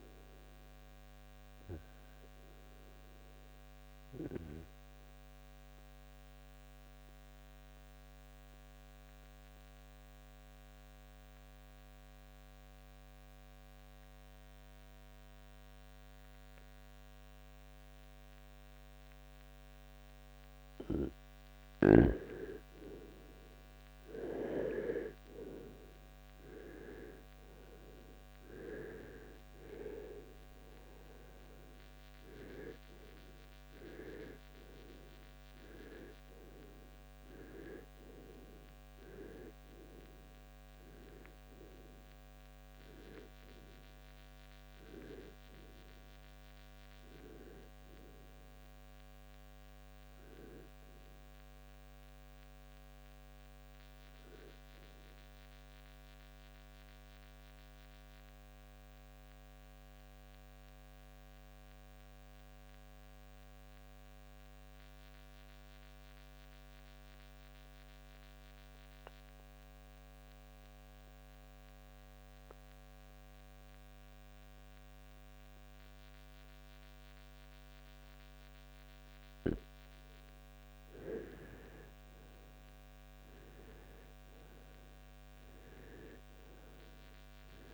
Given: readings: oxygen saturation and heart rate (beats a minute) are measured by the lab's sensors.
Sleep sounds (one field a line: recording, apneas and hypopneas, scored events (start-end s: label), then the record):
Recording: breathing in sleep by a microphone on the trachea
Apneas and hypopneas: 2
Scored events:
3.00-20.00 s: obstructive apnea (oxygen 97% before, 84% lowest, heart rate 71 before, 56 extreme, up 2 after)
22.50-27.00 s: arousal
49.50-53.50 s: arousal
55.50-78.50 s: mixed apnea (oxygen 93% before, 84% lowest, heart rate 68 before, 52 extreme, up 2 after)
56.50-74.50 s: oxygen desaturation (device-marked, oxygen 92% before, 84% lowest, heart rate 69 before, 52 extreme)
80.50-86.00 s: arousal
From the record:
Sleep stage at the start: REM sleep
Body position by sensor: on the right side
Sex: male